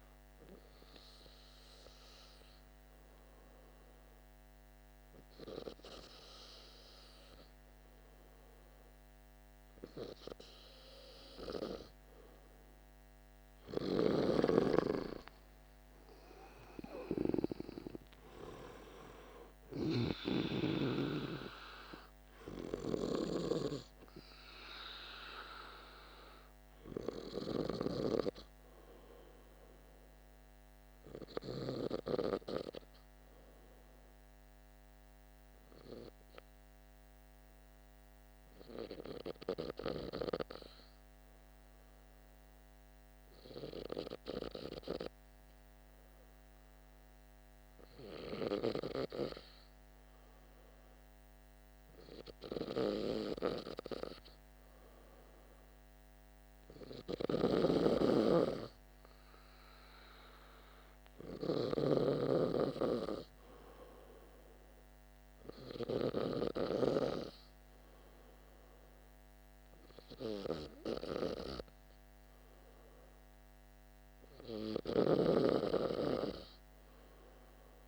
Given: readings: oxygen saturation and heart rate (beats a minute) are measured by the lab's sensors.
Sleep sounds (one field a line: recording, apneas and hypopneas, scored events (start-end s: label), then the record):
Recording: breathing in sleep by a microphone on the trachea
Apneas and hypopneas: 1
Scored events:
34.50-45.50 s: hypopnea (oxygen 96% before, 94% lowest, heart rate 56 before, 50 extreme, up 2 after)
47.50-51.00 s: arousal
55.00-74.00 s: oxygen desaturation (device-marked, oxygen 98% before, 94% lowest, heart rate 50 before, 50 extreme)
57.00-61.50 s: snoring (device-marked)
74.50-77.88 s: snoring (device-marked)
From the record:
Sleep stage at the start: N2 (light sleep)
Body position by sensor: on the back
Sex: male